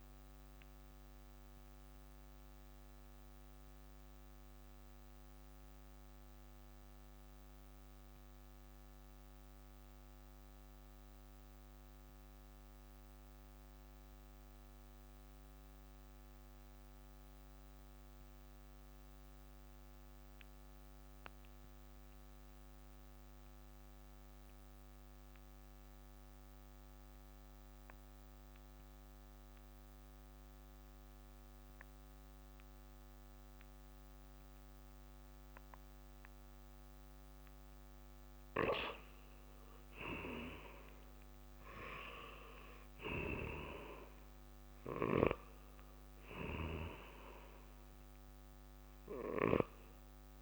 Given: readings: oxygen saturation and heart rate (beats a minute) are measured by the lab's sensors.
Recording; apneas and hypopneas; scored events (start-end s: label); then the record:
breathing in sleep by a microphone on the trachea; 1
0.00-16.50 s: oxygen desaturation (device-marked, oxygen 82% lowest, heart rate 56 extreme)
0.50-38.00 s: mixed apnea (oxygen 95% before, 82% lowest, heart rate 65 before, 56 extreme, up 9 after)
39.50-50.42 s: oxygen desaturation (device-marked, oxygen 95% before, 86% lowest, heart rate 59 before, 57 extreme)
40.50-44.50 s: arousal
From the record:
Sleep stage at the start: N2 (light sleep); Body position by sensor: on the right side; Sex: male